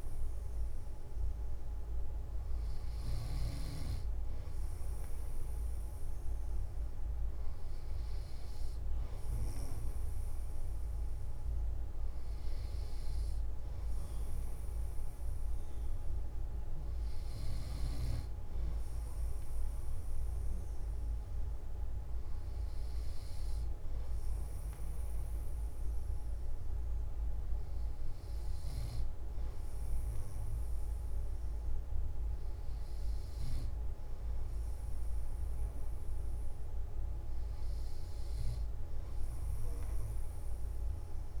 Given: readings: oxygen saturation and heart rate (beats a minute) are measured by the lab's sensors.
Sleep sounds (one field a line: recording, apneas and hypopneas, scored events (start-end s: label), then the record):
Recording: breathing in sleep, hard to hear, by a room microphone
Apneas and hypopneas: none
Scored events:
none scored
From the record:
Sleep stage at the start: N3 (deep sleep)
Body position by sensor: on the back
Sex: male